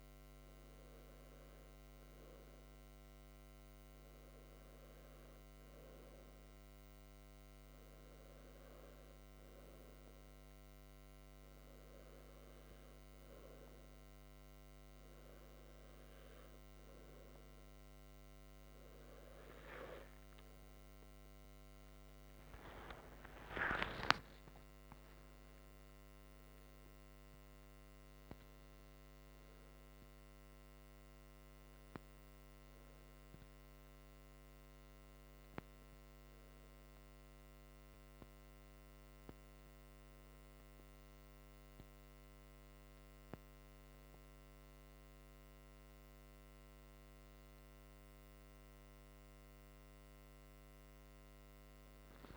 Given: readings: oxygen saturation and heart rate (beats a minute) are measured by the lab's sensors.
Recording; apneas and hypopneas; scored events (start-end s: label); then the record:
breathing in sleep, hard to hear, by a microphone on the trachea; none
21.00-25.00 s: arousal
From the record:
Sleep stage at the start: N2 (light sleep); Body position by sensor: on the back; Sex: male